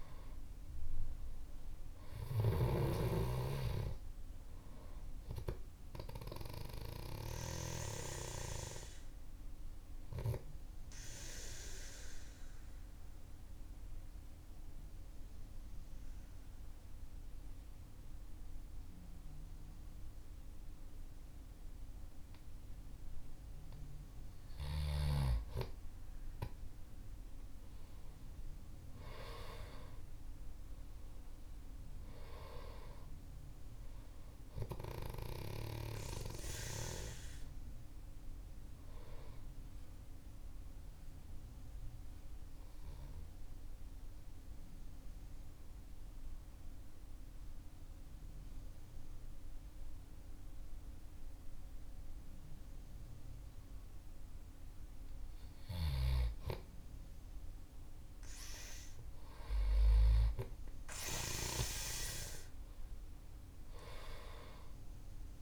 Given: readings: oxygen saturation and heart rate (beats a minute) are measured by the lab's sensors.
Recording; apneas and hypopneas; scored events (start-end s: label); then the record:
breathing in sleep by a room microphone; 2
10.50-23.50 s: obstructive apnea (oxygen 98% before, 95% lowest, heart rate 56 before, 48 extreme, up 10 after)
27.00-32.00 s: arousal
41.50-55.50 s: obstructive apnea (oxygen 97% before, 94% lowest, heart rate 57 before, 48 extreme, up 13 after)
62.50-65.42 s: arousal
From the record:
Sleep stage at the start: N2 (light sleep); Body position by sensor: on the back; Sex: male